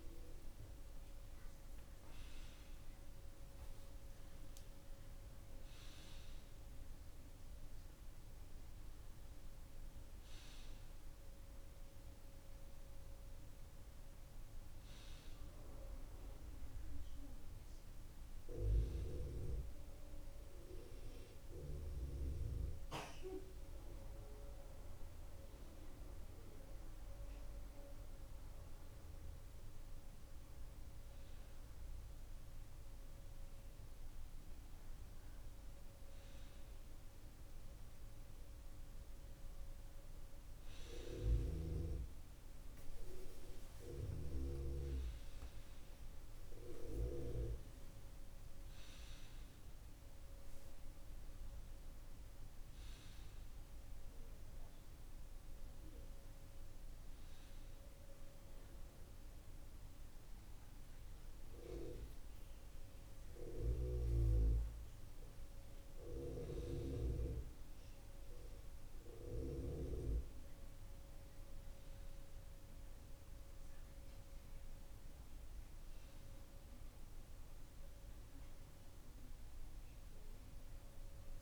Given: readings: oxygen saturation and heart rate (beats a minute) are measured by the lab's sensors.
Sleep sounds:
breathing in sleep by a room microphone; none
0.50-5.00 s: arousal
40.00-44.00 s: arousal
From the record:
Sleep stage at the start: N2 (light sleep); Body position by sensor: on the left side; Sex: male

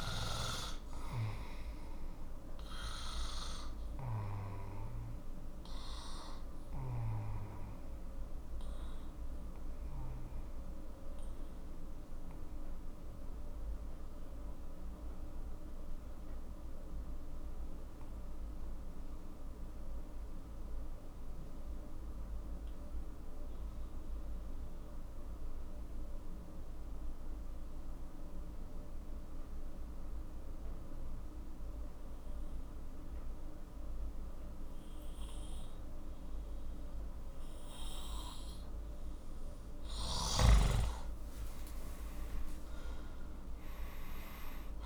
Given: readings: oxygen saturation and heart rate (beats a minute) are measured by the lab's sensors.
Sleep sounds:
breathing in sleep by a room microphone; 1
3.00-20.00 s: oxygen desaturation (device-marked, oxygen 94% before, 91% lowest, heart rate 52 before, 38 extreme)
3.00-38.50 s: obstructive apnea (oxygen 98% before, 90% lowest, heart rate 52 before, 36 extreme, up 11 after)
38.00-44.86 s: oxygen desaturation (device-marked, oxygen 97% before, 91% lowest, heart rate 45 before, 36 extreme)
41.00-44.86 s: arousal
From the record:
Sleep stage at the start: N2 (light sleep); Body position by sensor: on the back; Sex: male

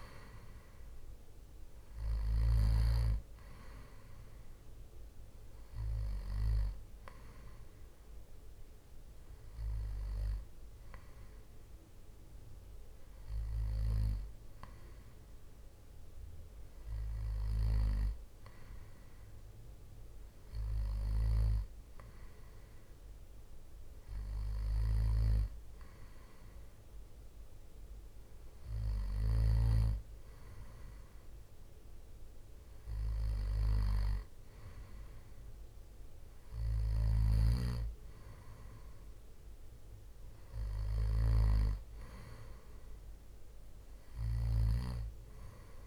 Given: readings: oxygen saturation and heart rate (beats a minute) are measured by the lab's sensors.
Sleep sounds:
breathing in sleep by a room microphone; none
0.00-1.00 s: arousal
From the record:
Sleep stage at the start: N2 (light sleep); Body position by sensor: on the back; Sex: male

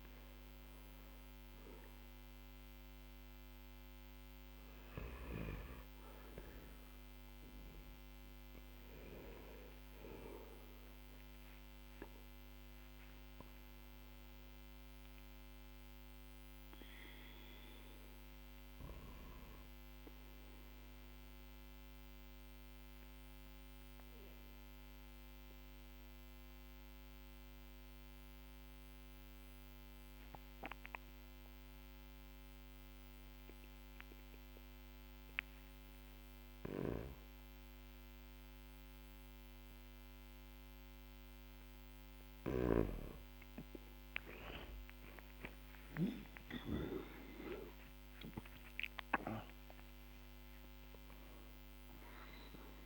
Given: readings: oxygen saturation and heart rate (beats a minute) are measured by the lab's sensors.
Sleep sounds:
breathing in sleep by a microphone on the trachea; 1
4.00-36.00 s: oxygen desaturation (device-marked, oxygen 97% before, 92% lowest, heart rate 64 before, 42 extreme)
20.50-35.50 s: obstructive apnea (oxygen 97% before, 92% lowest, heart rate 56 before, 47 extreme, up 19 after)
40.50-46.50 s: arousal
From the record:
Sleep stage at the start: N2 (light sleep); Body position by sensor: on the back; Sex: male

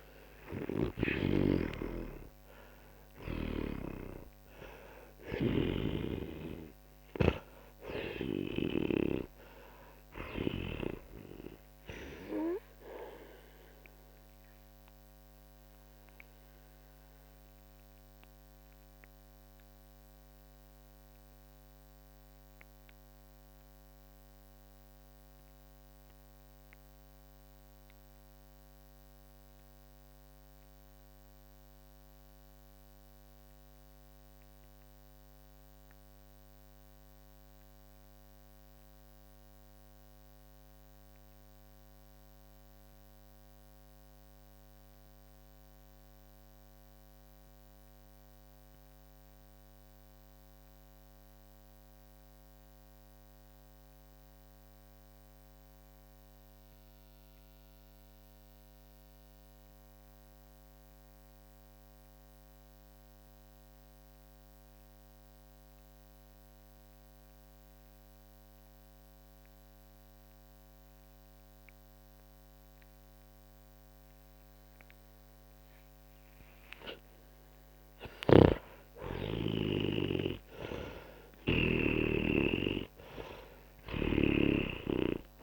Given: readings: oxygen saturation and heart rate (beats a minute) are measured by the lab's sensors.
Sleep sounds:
breathing in sleep by a microphone on the trachea; 1
0.00-1.00 s: snoring (device-marked)
0.00-1.50 s: arousal
0.00-7.00 s: oxygen desaturation (device-marked, oxygen 91% lowest, heart rate 38 extreme)
5.50-9.00 s: snoring (device-marked)
9.00-48.00 s: oxygen desaturation (device-marked, oxygen 93% before, 82% lowest, heart rate 64 before, 38 extreme)
14.50-77.50 s: mixed apnea (oxygen 96% before, 82% lowest, heart rate 68 before, 38 extreme, up 19 after)
69.00-85.43 s: oxygen desaturation (device-marked, oxygen 98% before, 82% lowest, heart rate 48 before, 43 extreme)
78.00-82.00 s: snoring (device-marked)
78.50-83.00 s: arousal
From the record:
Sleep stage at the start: N2 (light sleep); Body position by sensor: on the back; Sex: male

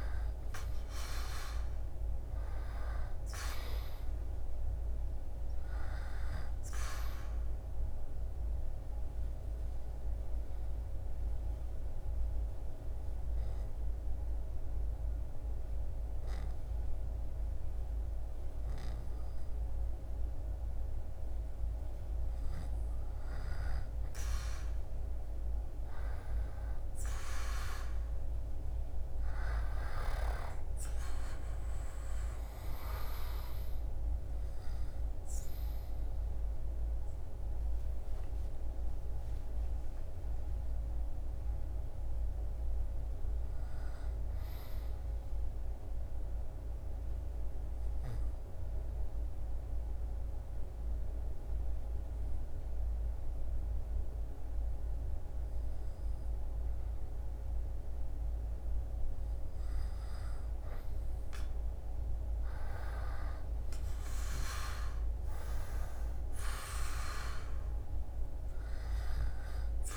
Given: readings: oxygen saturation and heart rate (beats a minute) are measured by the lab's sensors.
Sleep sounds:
breathing in sleep by a room microphone; 2
7.00-21.00 s: obstructive apnea (oxygen 98% before, 93% lowest, heart rate 76 before, 71 extreme, up 5 after)
7.50-69.97 s: new sleep stage, REM sleep
24.00-28.00 s: arousal
28.50-52.50 s: oxygen desaturation (device-marked, oxygen 98% before, 94% lowest, heart rate 73 before, 67 extreme)
44.50-57.00 s: obstructive apnea (oxygen 98% before, 93% lowest, heart rate 77 before, 67 extreme, up 9 after)
59.50-63.00 s: arousal
68.50-69.97 s: oxygen desaturation (device-marked, oxygen 98% before, 93% lowest, heart rate 71 before, 71 extreme)
From the record:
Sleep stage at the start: N2 (light sleep); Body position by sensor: on the back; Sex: male

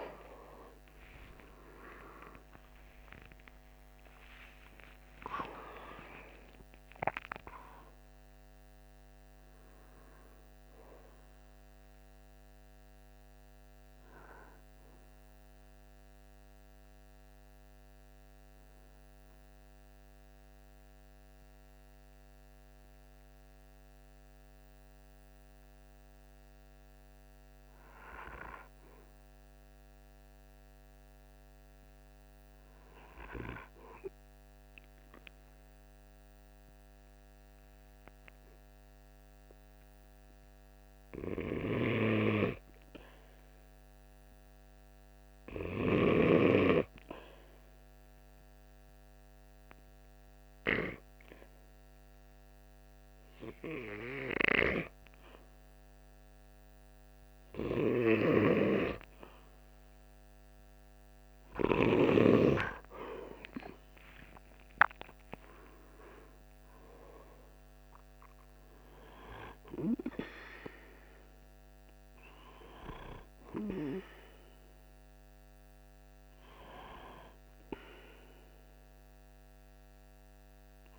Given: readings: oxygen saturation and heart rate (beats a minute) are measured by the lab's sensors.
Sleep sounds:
breathing in sleep by a microphone on the trachea; 2
0.00-5.00 s: arousal
0.00-16.00 s: oxygen desaturation (device-marked, oxygen 94% lowest, heart rate 46 extreme)
2.00-32.00 s: new sleep stage, N1 (lightest sleep)
16.50-29.00 s: hypopnea (oxygen 98% before, 93% lowest, heart rate 52 before, 46 extreme, up 1 after)
32.00-80.99 s: new sleep stage, N2 (light sleep)
47.50-61.00 s: hypopnea (oxygen 98% before, 94% lowest, heart rate 47 before, 46 extreme, up 6 after)
62.00-66.00 s: arousal
From the record:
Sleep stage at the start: N2 (light sleep); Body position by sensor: on the right side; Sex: male

